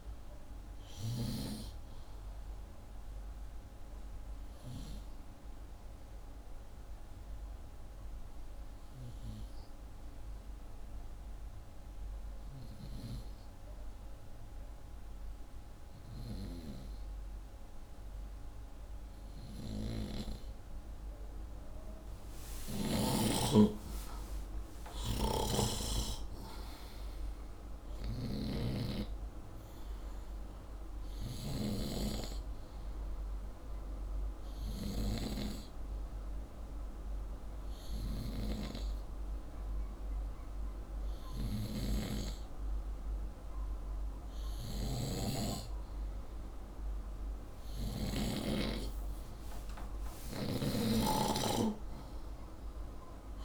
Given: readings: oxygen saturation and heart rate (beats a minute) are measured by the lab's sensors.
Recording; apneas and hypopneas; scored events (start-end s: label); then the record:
breathing in sleep by a room microphone; 1
5.50-21.50 s: hypopnea (oxygen 97% before, 91% lowest, heart rate 73 before, 62 extreme, up 8 after)
12.50-21.50 s: oxygen desaturation (device-marked, oxygen 94% before, 91% lowest, heart rate 70 before, 65 extreme)
23.50-27.00 s: arousal
25.00-28.50 s: snoring (device-marked)
27.50-39.50 s: oxygen desaturation (device-marked, oxygen 98% before, 94% lowest, heart rate 65 before, 63 extreme)
44.50-48.00 s: snoring (device-marked)
50.00-53.45 s: arousal
50.00-53.45 s: snoring (device-marked)
From the record:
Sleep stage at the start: N2 (light sleep); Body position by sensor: upright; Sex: male